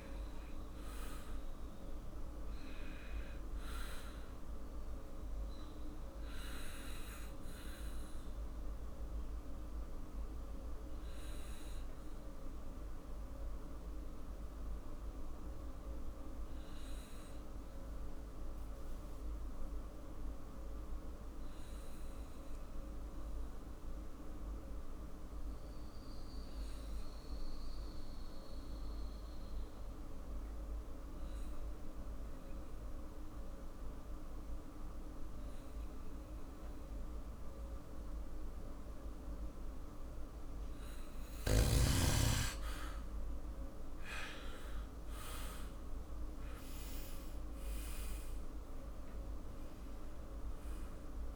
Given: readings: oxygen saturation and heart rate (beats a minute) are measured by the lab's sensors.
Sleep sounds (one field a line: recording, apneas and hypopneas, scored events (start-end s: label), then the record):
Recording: breathing in sleep, hard to hear, by a room microphone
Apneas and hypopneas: 1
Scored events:
0.00-1.50 s: arousal
6.00-41.00 s: obstructive apnea (oxygen 99% before, 94% lowest, heart rate 55 before, 52 extreme, up 15 after)
15.50-29.50 s: oxygen desaturation (device-marked, oxygen 98% before, 94% lowest, heart rate 59 before, 52 extreme)
43.00-49.50 s: arousal
From the record:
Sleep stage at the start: N2 (light sleep)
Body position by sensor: on the back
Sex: male